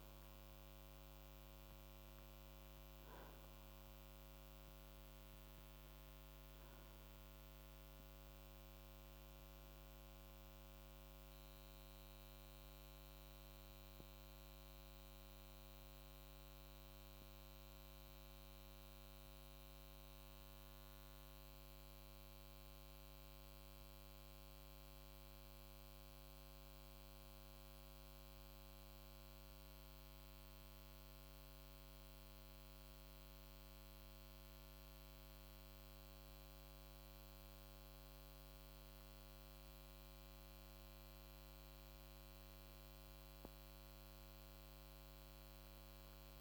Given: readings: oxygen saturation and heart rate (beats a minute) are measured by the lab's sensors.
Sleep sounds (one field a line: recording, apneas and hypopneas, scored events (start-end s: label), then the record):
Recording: breathing in sleep, hard to hear, by a microphone on the trachea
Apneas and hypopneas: 1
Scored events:
18.00-37.50 s: central apnea (oxygen 93% before, 91% lowest, heart rate 55 before, 53 extreme, up 1 after)
42.00-45.50 s: arousal
From the record:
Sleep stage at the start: N2 (light sleep)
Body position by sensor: on the right side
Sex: male